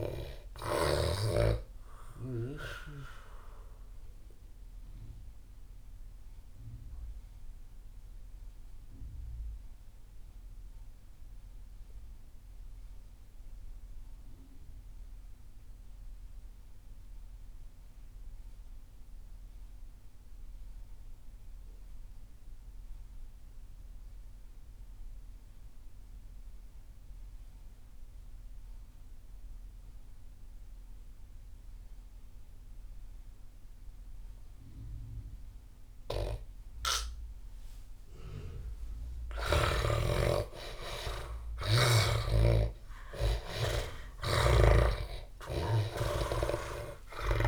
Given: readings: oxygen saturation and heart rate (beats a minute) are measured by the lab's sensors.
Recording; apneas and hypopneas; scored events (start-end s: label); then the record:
breathing in sleep by a room microphone; 1
0.00-11.50 s: oxygen desaturation (device-marked, oxygen 83% lowest)
3.50-37.50 s: mixed apnea (oxygen 98% before, 83% lowest)
31.50-47.48 s: oxygen desaturation (device-marked, oxygen 98% before, 83% lowest)
39.00-43.00 s: arousal
44.00-47.48 s: snoring (device-marked)
From the record:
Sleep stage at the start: N2 (light sleep); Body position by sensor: on the back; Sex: male